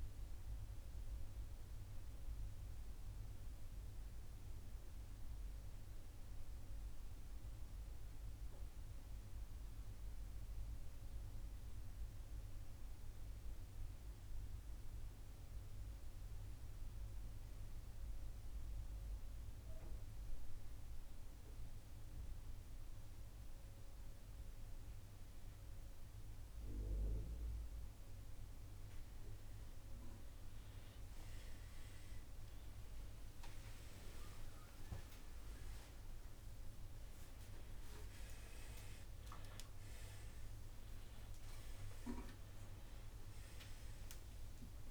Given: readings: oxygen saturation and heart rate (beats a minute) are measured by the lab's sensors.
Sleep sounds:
a person awake in a sleep study, hard to hear, by a room microphone; none
none scored
From the record:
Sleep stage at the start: awake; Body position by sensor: upright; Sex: male

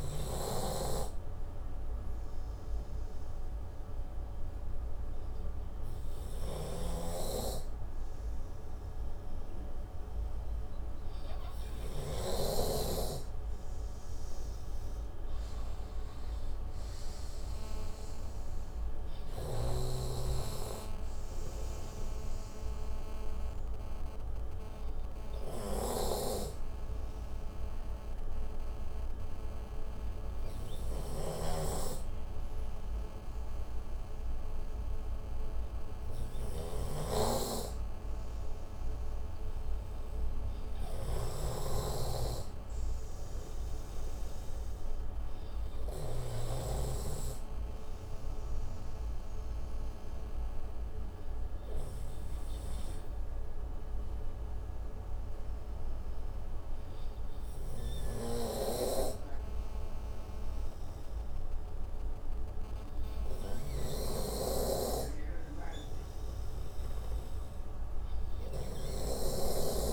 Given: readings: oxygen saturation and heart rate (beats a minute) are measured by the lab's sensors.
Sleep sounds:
breathing in sleep by a room microphone; none
0.00-1.00 s: snoring (device-marked)
7.00-13.00 s: snoring (device-marked)
31.50-47.50 s: snoring (device-marked)
64.50-69.93 s: snoring (device-marked)
68.00-69.93 s: oxygen desaturation (device-marked, oxygen 95% before, 90% lowest, heart rate 71 before, 57 extreme)
From the record:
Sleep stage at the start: N2 (light sleep); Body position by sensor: on the right side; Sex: male

